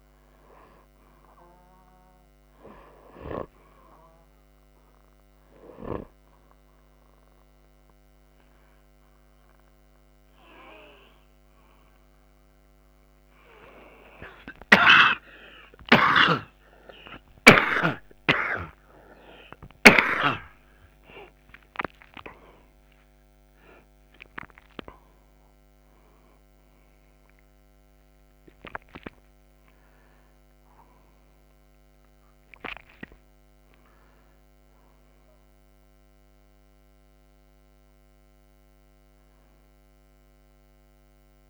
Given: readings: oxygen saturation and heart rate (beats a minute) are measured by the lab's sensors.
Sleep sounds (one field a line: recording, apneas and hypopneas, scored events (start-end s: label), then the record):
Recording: a person awake in a sleep study, by a microphone on the trachea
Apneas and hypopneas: none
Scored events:
9.50-39.50 s: new sleep stage, awake
16.00-20.50 s: snoring (device-marked)
39.50-41.50 s: new sleep stage, N2 (light sleep)
From the record:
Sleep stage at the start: N2 (light sleep)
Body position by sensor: upright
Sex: male